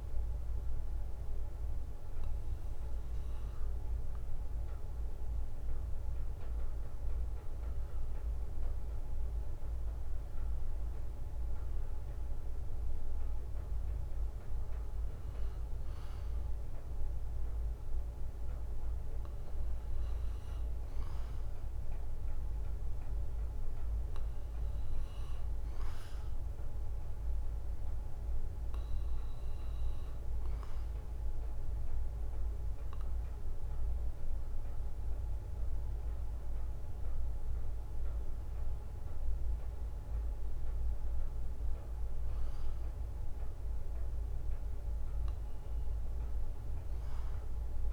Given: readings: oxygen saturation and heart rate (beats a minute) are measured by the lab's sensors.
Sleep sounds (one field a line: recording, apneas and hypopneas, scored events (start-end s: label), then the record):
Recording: breathing in sleep, hard to hear, by a room microphone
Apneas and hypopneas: none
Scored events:
none scored
From the record:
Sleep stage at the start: N2 (light sleep)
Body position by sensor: on the right side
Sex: male